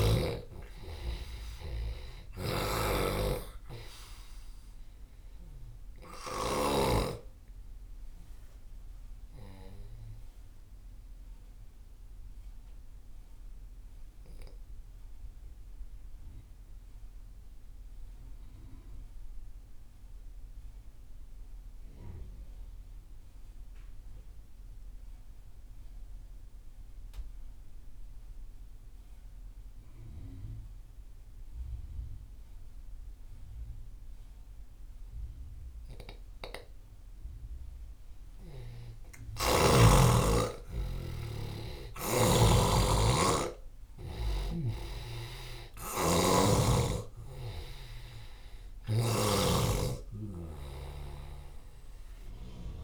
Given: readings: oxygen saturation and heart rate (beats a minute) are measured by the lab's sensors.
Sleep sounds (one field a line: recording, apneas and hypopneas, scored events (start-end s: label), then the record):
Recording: breathing in sleep by a room microphone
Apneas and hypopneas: 1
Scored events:
0.00-6.50 s: snoring (device-marked)
0.00-20.50 s: oxygen desaturation (device-marked, oxygen 87% lowest)
10.00-36.50 s: obstructive apnea (oxygen 97% before, 87% lowest)
37.50-52.84 s: oxygen desaturation (device-marked, oxygen 98% before, 87% lowest)
38.50-43.50 s: arousal
44.00-49.00 s: snoring (device-marked)
From the record:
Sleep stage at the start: N2 (light sleep)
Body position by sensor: on the left side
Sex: male